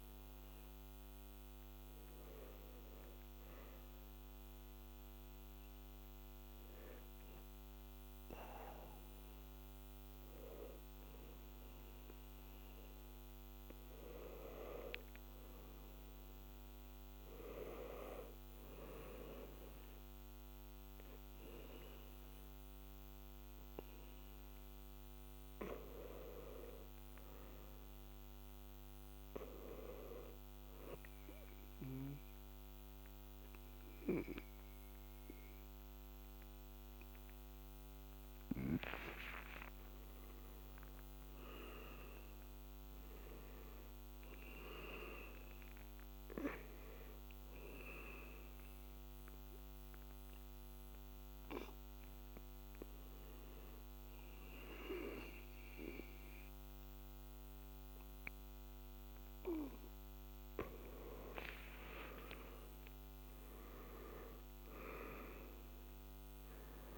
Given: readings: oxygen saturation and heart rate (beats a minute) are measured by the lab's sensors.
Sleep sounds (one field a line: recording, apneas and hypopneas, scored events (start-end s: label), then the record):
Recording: breathing in sleep by a microphone on the trachea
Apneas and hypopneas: 3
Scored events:
0.00-13.00 s: oxygen desaturation (device-marked, oxygen 97% before, 93% lowest, heart rate 89 before, 77 extreme)
4.50-14.50 s: hypopnea (oxygen 97% before, 90% lowest, heart rate 87 before, 76 extreme, up 0 after)
10.00-66.98 s: new sleep stage, N2 (light sleep)
16.00-20.00 s: arousal
22.00-32.00 s: oxygen desaturation (device-marked, oxygen 95% before, 90% lowest, heart rate 80 before, 76 extreme)
30.00-40.00 s: obstructive apnea (oxygen 95% before, 87% lowest, heart rate 79 before, 76 extreme, up 6 after)
34.00-43.00 s: oxygen desaturation (device-marked, oxygen 94% before, 91% lowest, heart rate 79 before, 78 extreme)
40.50-44.00 s: arousal
48.00-57.00 s: oxygen desaturation (device-marked, oxygen 94% before, 90% lowest, heart rate 80 before, 76 extreme)
48.50-59.00 s: hypopnea (oxygen 94% before, 87% lowest, heart rate 80 before, 76 extreme, up 3 after)
60.50-65.00 s: arousal
65.00-66.98 s: oxygen desaturation (device-marked, oxygen 95% before, 90% lowest, heart rate 80 before, 76 extreme)
From the record:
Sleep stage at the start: N1 (lightest sleep)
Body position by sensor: on the back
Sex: male